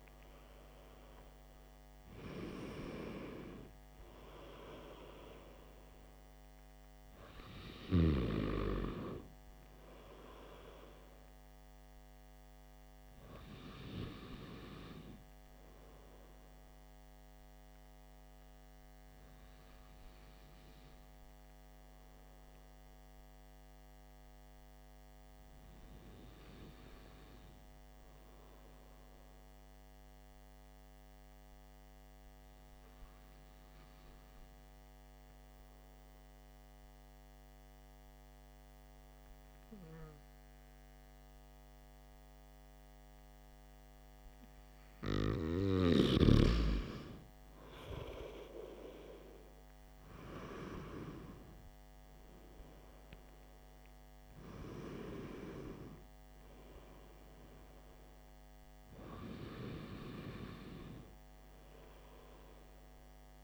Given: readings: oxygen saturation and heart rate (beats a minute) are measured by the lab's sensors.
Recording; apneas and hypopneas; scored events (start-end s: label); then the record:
breathing in sleep by a microphone on the trachea; 1
19.50-45.00 s: hypopnea (oxygen 95% before, 93% lowest, heart rate 54 before, 48 extreme, up 13 after)
50.50-54.50 s: arousal
From the record:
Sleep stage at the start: N2 (light sleep); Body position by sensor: on the back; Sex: male